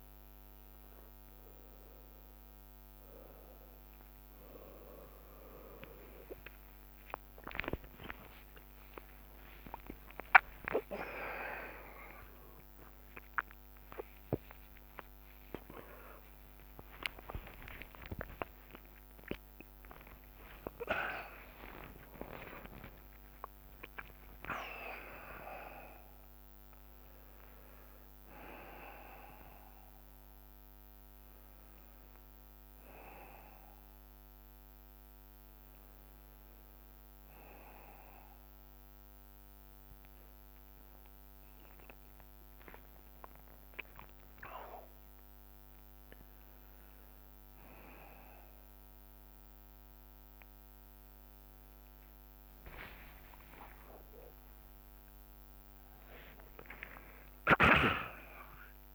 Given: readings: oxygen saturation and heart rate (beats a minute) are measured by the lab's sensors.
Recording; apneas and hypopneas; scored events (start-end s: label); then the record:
a person awake in a sleep study, by a microphone on the trachea; none
0.00-5.00 s: bradycardia (device-marked, heart rate 54 extreme)
7.00-23.00 s: tachycardia (device-marked, heart rate 58 before, 159 extreme)
8.00-18.00 s: drop in pulse transit time (device-marked, heart rate 57 before, 79 extreme)
9.00-11.00 s: long interval between heartbeats (device-marked, heart rate 58 before, 91 extreme)
11.50-13.50 s: long interval between heartbeats (device-marked, heart rate 63 before, 132 extreme)
14.50-16.50 s: long interval between heartbeats (device-marked, heart rate 75 before, 152 extreme)
17.00-19.00 s: long interval between heartbeats (device-marked, heart rate 89 before, 139 extreme)
20.00-22.00 s: long interval between heartbeats (device-marked, heart rate 103 before, 136 extreme)
From the record:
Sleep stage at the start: awake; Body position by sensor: on the back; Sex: male